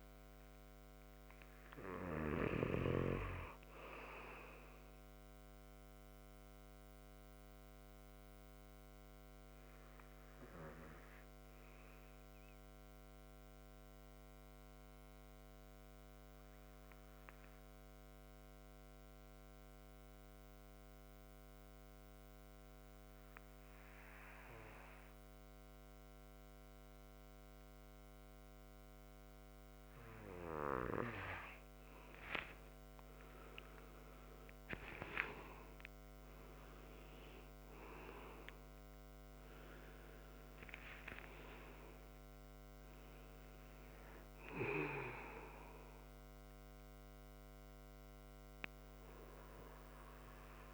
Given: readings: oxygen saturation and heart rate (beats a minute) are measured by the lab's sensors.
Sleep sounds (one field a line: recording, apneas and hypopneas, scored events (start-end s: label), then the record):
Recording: breathing in sleep by a microphone on the trachea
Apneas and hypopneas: 1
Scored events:
0.00-9.50 s: oxygen desaturation (device-marked, oxygen 91% lowest)
6.00-31.00 s: mixed apnea (oxygen 97% before, 91% lowest)
31.50-35.00 s: arousal
36.50-47.50 s: oxygen desaturation (device-marked, oxygen 97% before, 93% lowest)
From the record:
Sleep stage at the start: N2 (light sleep)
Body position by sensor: on the right side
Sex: male